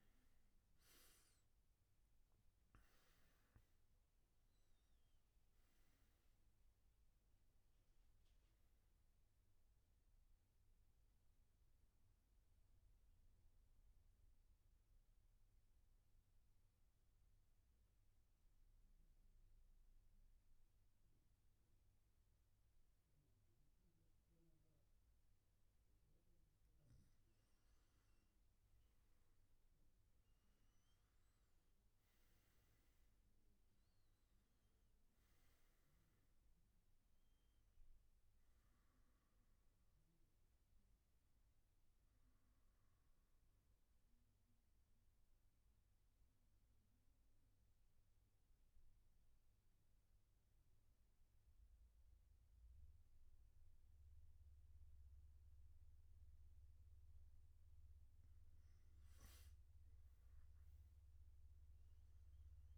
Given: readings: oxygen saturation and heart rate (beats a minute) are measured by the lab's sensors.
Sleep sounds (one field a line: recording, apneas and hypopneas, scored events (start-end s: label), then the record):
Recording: breathing in sleep, hard to hear, by a room microphone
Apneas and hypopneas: 2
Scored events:
6.00-27.00 s: oxygen desaturation (device-marked, oxygen 94% before, 91% lowest, heart rate 121 before, 119 extreme)
13.00-26.50 s: central apnea (oxygen 96% before, 90% lowest, heart rate 124 before, 119 extreme, up 0 after)
39.00-56.00 s: oxygen desaturation (device-marked, oxygen 95% before, 90% lowest, heart rate 124 before, 119 extreme)
43.50-57.50 s: central apnea (oxygen 95% before, 90% lowest, heart rate 123 before, 119 extreme, up 7 after)
From the record:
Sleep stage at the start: N1 (lightest sleep)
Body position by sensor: on the back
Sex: male